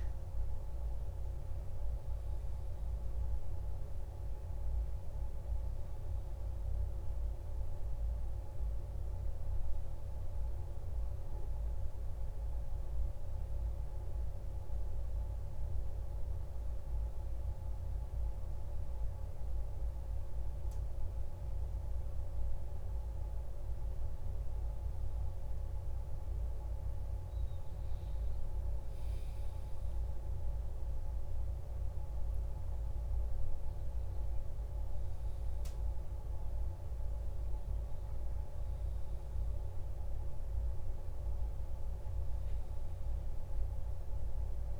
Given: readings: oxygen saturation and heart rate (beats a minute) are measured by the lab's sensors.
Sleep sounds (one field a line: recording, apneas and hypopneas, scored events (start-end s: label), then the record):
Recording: a person awake in a sleep study, hard to hear, by a room microphone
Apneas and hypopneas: none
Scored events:
none scored
From the record:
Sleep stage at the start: awake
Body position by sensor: on the back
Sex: male